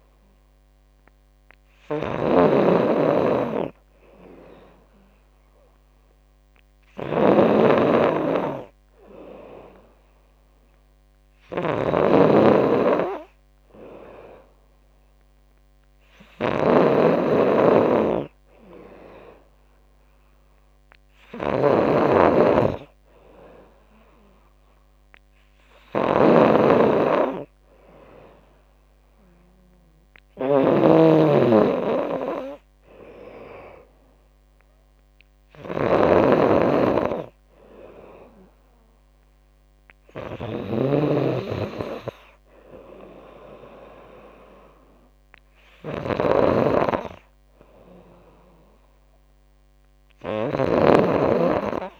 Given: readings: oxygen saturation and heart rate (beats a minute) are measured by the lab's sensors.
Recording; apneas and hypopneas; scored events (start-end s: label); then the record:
breathing in sleep by a microphone on the trachea; none
0.00-7.50 s: oxygen desaturation (device-marked, oxygen 90% lowest, heart rate 74 extreme)
0.00-52.00 s: snoring (device-marked)
37.50-50.50 s: drop in pulse transit time (device-marked, heart rate 85 before, 78 extreme)
From the record:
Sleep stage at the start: N2 (light sleep); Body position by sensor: on the back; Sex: female